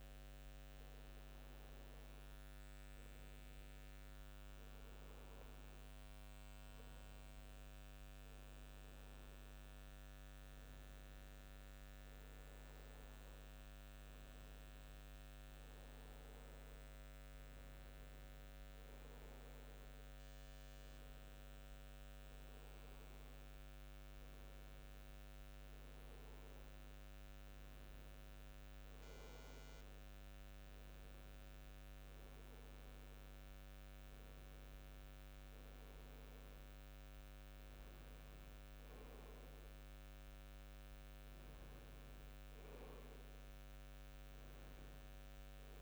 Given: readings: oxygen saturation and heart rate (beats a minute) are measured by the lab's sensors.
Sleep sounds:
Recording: breathing in sleep, hard to hear, by a microphone on the trachea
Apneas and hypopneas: none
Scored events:
23.00-45.82 s: new sleep stage, N2 (light sleep)
From the record:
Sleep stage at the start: N1 (lightest sleep)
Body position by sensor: upright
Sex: male

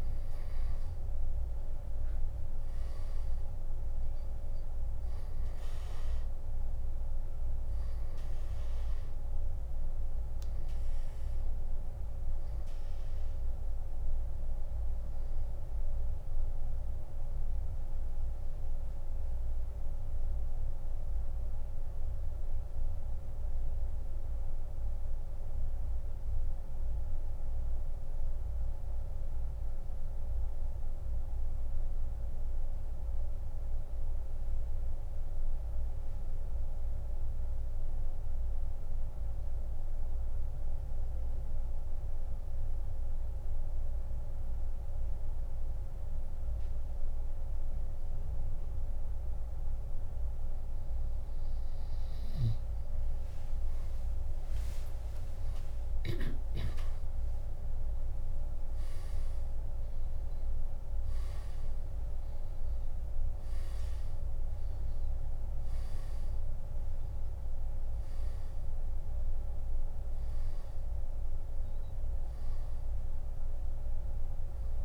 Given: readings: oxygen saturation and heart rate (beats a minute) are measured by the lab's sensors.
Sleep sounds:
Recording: breathing in sleep, hard to hear, by a room microphone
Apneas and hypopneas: 1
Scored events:
19.50-49.50 s: oxygen desaturation (device-marked, oxygen 95% before, 87% lowest, heart rate 82 before, 65 extreme)
19.50-51.00 s: central apnea (oxygen 98% before, 87% lowest, heart rate 82 before, 65 extreme, up 30 after)
55.00-59.00 s: arousal
From the record:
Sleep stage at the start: N2 (light sleep)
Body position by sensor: on the back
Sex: male

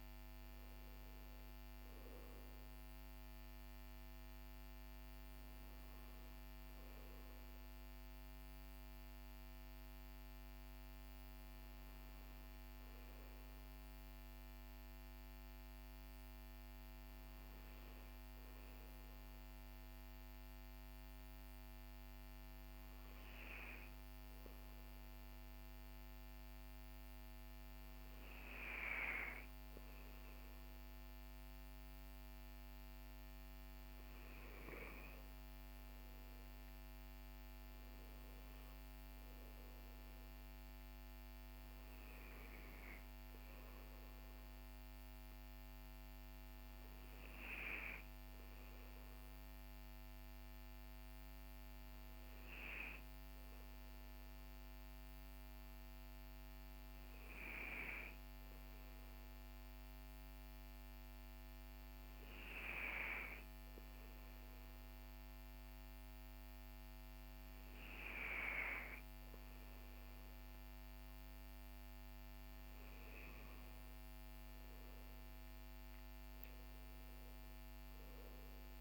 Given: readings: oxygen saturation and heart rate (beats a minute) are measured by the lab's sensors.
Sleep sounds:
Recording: breathing in sleep by a microphone on the trachea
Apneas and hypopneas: 2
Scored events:
10.00-31.00 s: hypopnea (oxygen 97% before, 95% lowest, heart rate 54 before, 40 extreme, up 12 after)
33.00-36.50 s: arousal
49.50-72.00 s: hypopnea (oxygen 97% before, 95% lowest, heart rate 52 before, 45 extreme, up 14 after)
74.00-78.00 s: arousal
From the record:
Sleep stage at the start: N2 (light sleep)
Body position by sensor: on the back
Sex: male

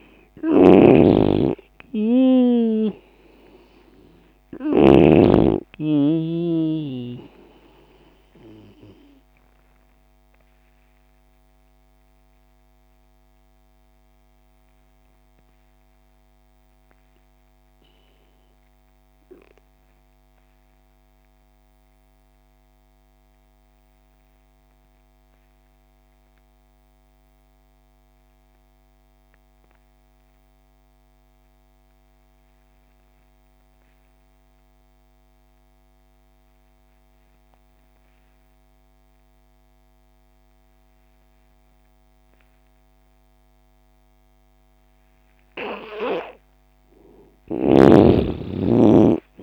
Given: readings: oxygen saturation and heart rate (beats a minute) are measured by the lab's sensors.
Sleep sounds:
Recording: breathing in sleep by a microphone on the trachea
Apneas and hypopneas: 1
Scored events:
0.00-5.00 s: snoring (device-marked)
0.00-18.00 s: oxygen desaturation (device-marked, oxygen 86% lowest)
7.00-45.00 s: obstructive apnea (oxygen 97% before, 81% lowest)
34.00-49.42 s: oxygen desaturation (device-marked, oxygen 98% before, 81% lowest)
47.00-49.42 s: arousal
47.00-49.42 s: snoring (device-marked)
From the record:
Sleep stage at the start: N2 (light sleep)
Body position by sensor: on the left side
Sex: male

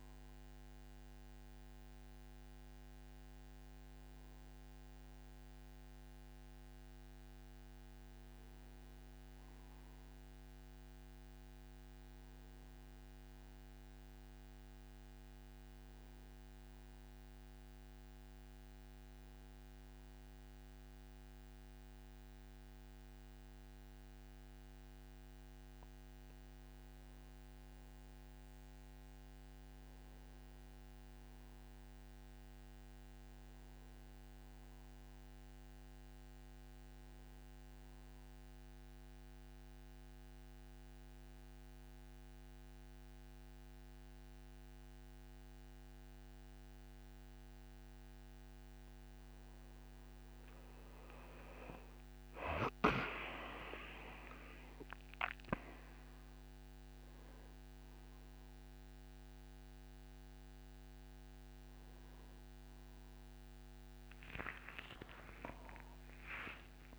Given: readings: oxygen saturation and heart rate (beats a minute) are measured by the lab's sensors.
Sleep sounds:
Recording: breathing in sleep by a microphone on the trachea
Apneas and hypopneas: none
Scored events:
39.00-50.00 s: oxygen desaturation (device-marked, oxygen 94% before, 90% lowest)
66.00-66.99 s: new sleep stage, awake
From the record:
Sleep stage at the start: N1 (lightest sleep)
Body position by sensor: on the right side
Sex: male

